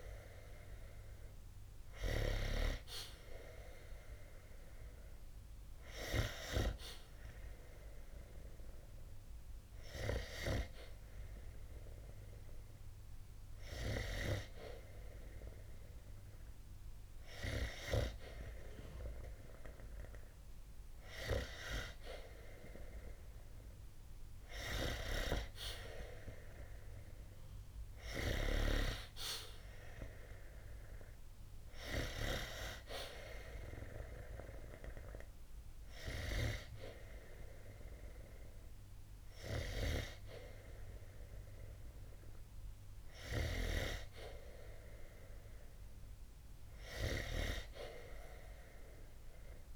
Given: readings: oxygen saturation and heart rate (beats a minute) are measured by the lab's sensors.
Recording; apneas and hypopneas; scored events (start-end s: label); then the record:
breathing in sleep by a room microphone; 1
8.00-19.50 s: hypopnea (oxygen 94% before, 92% lowest, heart rate 69 before, 60 extreme, up 7 after)
22.00-24.50 s: arousal
From the record:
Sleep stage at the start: N2 (light sleep); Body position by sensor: on the back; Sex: male